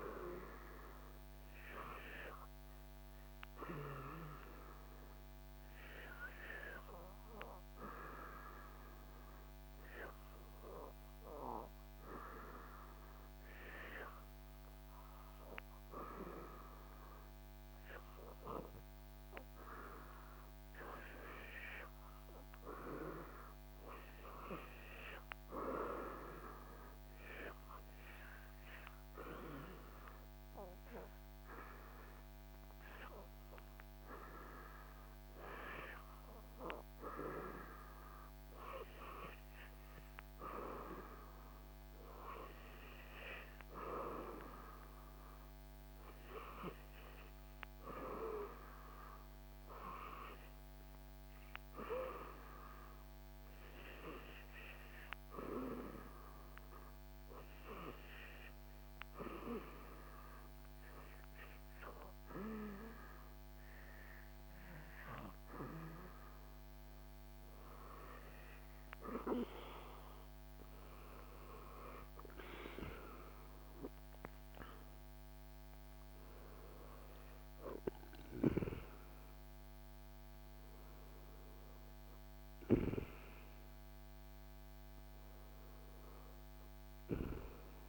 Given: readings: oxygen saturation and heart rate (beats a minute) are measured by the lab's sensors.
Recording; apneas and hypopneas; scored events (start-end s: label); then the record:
breathing in sleep by a microphone on the trachea; 2
4.00-20.50 s: hypopnea (oxygen 94% before, 91% lowest, heart rate 81 before, 76 extreme, up 5 after)
22.00-25.00 s: arousal
23.50-43.50 s: oxygen desaturation (device-marked, oxygen 95% before, 91% lowest, heart rate 77 before, 76 extreme)
56.00-67.50 s: hypopnea (oxygen 96% before, 92% lowest, heart rate 81 before, 68 extreme, up 9 after)
69.50-73.00 s: arousal
From the record:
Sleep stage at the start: N2 (light sleep); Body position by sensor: on the back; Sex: male